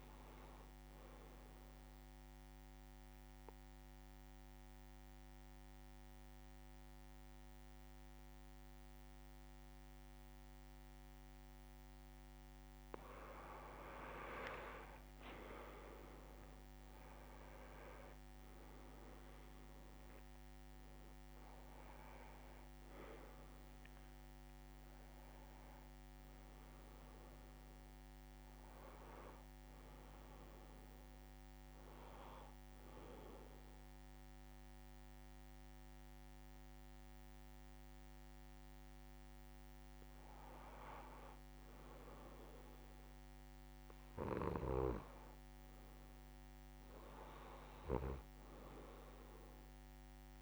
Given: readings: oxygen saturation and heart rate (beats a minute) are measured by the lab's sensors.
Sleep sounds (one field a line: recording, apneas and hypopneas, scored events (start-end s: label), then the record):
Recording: breathing in sleep by a microphone on the trachea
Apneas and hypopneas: 2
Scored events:
2.50-13.00 s: obstructive apnea (oxygen 97% before, 93% lowest, heart rate 72 before, 70 extreme, up 37 after)
12.50-14.50 s: long interval between heartbeats (device-marked, heart rate 71 before, 73 extreme)
14.50-19.50 s: arousal
15.50-17.50 s: long interval between heartbeats (device-marked, heart rate 71 before, 88 extreme)
31.00-42.00 s: hypopnea (oxygen 97% before, 92% lowest, heart rate 85 before, 73 extreme, up 2 after)
44.00-48.00 s: arousal
From the record:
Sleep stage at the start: N2 (light sleep)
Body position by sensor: on the back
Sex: male